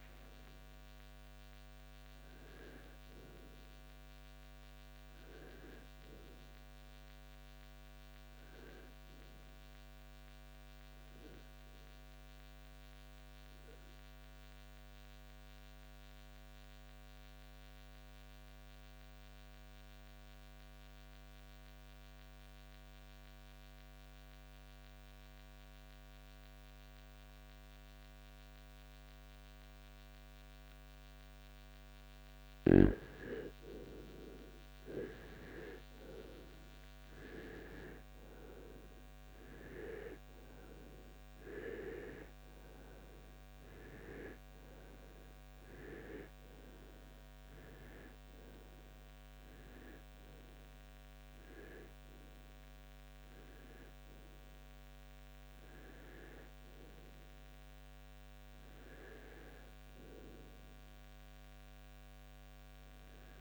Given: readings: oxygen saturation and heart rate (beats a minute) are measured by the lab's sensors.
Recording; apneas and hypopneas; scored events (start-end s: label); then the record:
breathing in sleep by a microphone on the trachea; 1
0.00-1.50 s: arousal
14.50-31.00 s: obstructive apnea (oxygen 98% before, 85% lowest, heart rate 67 before, 61 extreme, up 8 after)
20.00-29.00 s: oxygen desaturation (device-marked, oxygen 97% before, 93% lowest, heart rate 64 before, 61 extreme)
33.00-36.50 s: arousal
39.00-63.41 s: new sleep stage, REM sleep
57.50-61.00 s: arousal
62.00-63.41 s: oxygen desaturation (device-marked, oxygen 92% before, 85% lowest, heart rate 72 before, 53 extreme)
From the record:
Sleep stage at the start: N2 (light sleep); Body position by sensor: on the right side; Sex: male